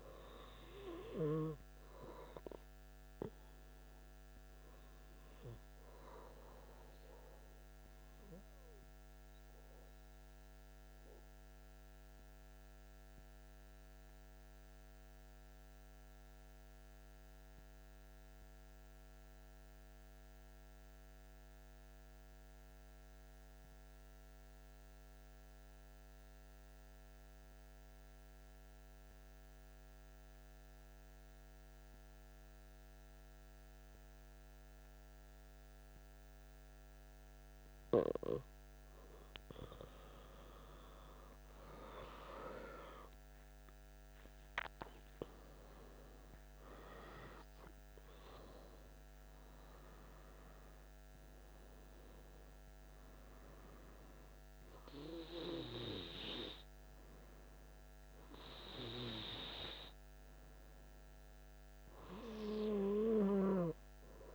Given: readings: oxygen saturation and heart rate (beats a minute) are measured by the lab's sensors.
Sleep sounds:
breathing in sleep by a microphone on the trachea; 1
0.00-13.50 s: oxygen desaturation (device-marked, oxygen 92% lowest, heart rate 27 extreme)
8.00-38.50 s: obstructive apnea (oxygen 98% before, 92% lowest, heart rate 78 before, 44 extreme, up 42 after)
39.50-43.00 s: arousal
39.50-64.35 s: oxygen desaturation (device-marked, oxygen 97% before, 92% lowest, heart rate 82 before, 57 extreme)
From the record:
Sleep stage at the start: N2 (light sleep); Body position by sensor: on the back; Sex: male

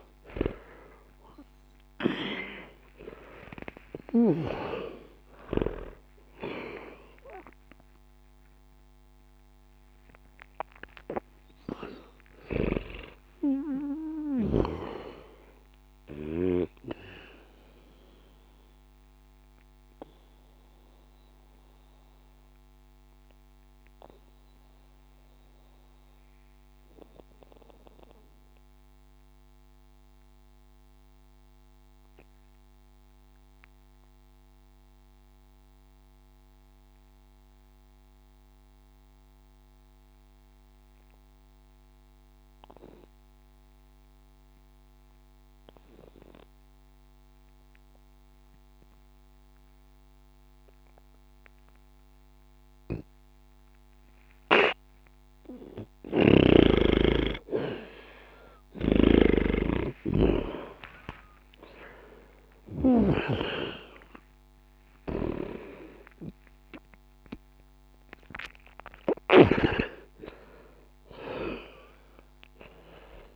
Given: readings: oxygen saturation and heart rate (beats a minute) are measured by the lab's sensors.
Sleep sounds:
breathing in sleep by a microphone on the trachea; 1
0.00-3.50 s: arousal
0.00-37.50 s: oxygen desaturation (device-marked, oxygen 81% lowest, heart rate 60 extreme)
19.50-56.00 s: mixed apnea (oxygen 98% before, 79% lowest, heart rate 73 before, 60 extreme, up 1 after)
53.50-73.36 s: oxygen desaturation (device-marked, oxygen 99% before, 91% lowest, heart rate 61 before, 60 extreme)
60.00-65.50 s: arousal
From the record:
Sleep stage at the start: N2 (light sleep); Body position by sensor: on the back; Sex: male

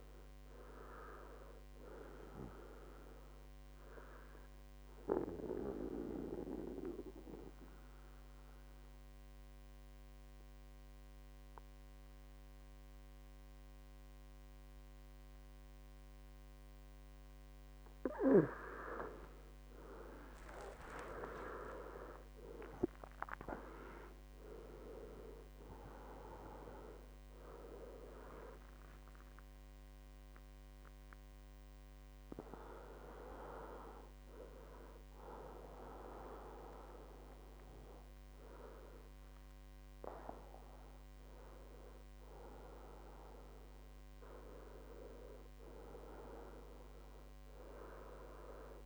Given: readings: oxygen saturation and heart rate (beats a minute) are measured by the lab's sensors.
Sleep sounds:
breathing in sleep by a microphone on the trachea; 2
5.50-19.00 s: central apnea (oxygen 97% before, 94% lowest, heart rate 67 before, 65 extreme, up 15 after)
20.00-24.00 s: arousal
29.50-40.50 s: hypopnea (oxygen 97% before, 94% lowest, heart rate 71 before, 68 extreme, up 0 after)
46.00-48.86 s: arousal
From the record:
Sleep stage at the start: N2 (light sleep); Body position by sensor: on the back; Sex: male

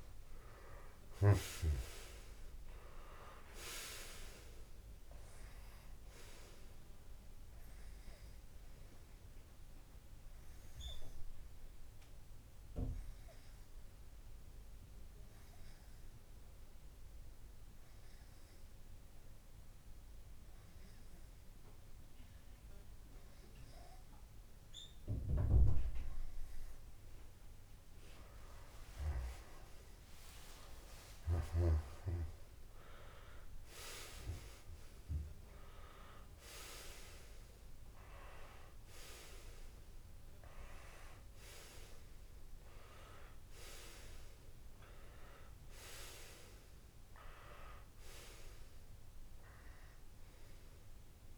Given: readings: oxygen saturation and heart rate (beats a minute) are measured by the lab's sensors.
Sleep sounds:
breathing in sleep by a room microphone; 1
2.50-4.50 s: long interval between heartbeats (device-marked)
10.00-26.50 s: hypopnea (oxygen 95% before, 94% lowest)
29.00-32.50 s: arousal
From the record:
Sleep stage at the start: N2 (light sleep); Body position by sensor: on the back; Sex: male

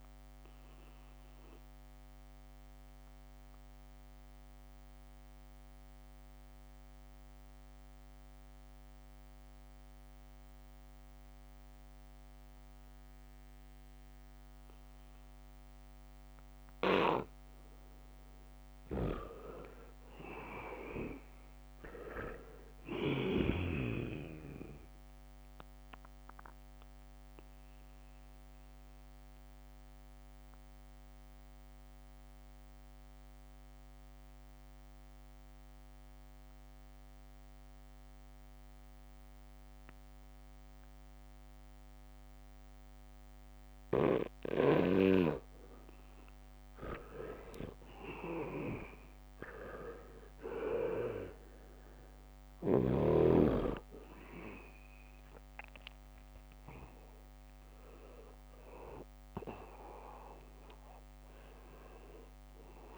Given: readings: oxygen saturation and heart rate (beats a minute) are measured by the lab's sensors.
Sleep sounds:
breathing in sleep by a microphone on the trachea; 2
0.00-13.00 s: oxygen desaturation (device-marked, oxygen 84% lowest, heart rate 74 extreme)
1.50-17.00 s: obstructive apnea (oxygen 98% before, 83% lowest, heart rate 77 before, 74 extreme)
19.50-29.00 s: leg movement (device-marked)
20.50-25.00 s: arousal
23.00-42.00 s: oxygen desaturation (device-marked, oxygen 98% before, 83% lowest, heart rate 78 before, 75 extreme)
31.00-46.50 s: obstructive apnea (oxygen 98% before, 83% lowest, heart rate 77 before, 75 extreme, up 4 after)
44.00-62.98 s: oxygen desaturation (device-marked, oxygen 98% before, 83% lowest, heart rate 77 before, 76 extreme)
48.00-51.50 s: arousal
From the record:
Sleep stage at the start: N2 (light sleep); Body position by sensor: on the back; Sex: male

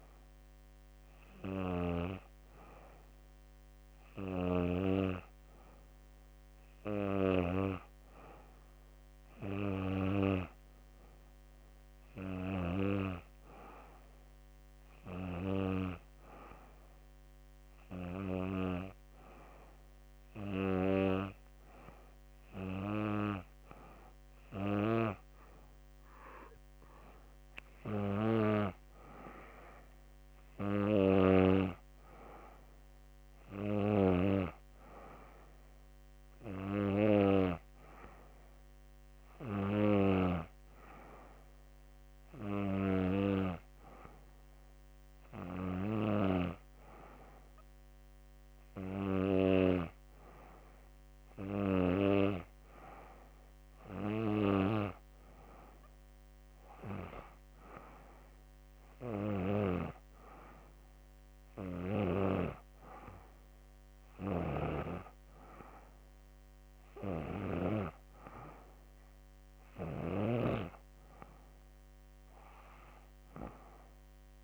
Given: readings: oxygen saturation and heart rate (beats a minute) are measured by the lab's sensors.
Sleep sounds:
breathing in sleep by a microphone on the trachea; none
none scored
From the record:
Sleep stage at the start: N2 (light sleep); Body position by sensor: on the back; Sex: female

